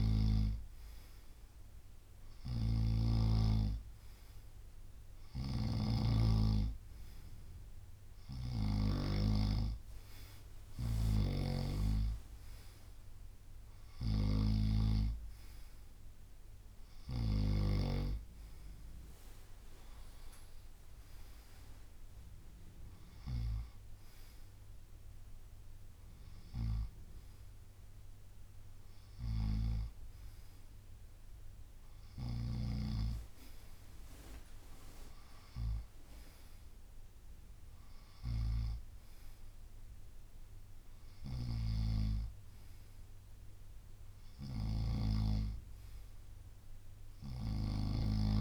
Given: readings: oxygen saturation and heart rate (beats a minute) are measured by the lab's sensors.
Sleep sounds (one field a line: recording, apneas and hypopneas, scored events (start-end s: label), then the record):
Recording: breathing in sleep by a room microphone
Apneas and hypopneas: none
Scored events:
0.00-3.00 s: snoring (device-marked)
5.00-18.00 s: snoring (device-marked)
11.50-26.50 s: drop in pulse transit time (device-marked, heart rate 70 before, 73 extreme)
44.50-48.00 s: snoring (device-marked)
From the record:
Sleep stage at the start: N2 (light sleep)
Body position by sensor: on the right side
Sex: male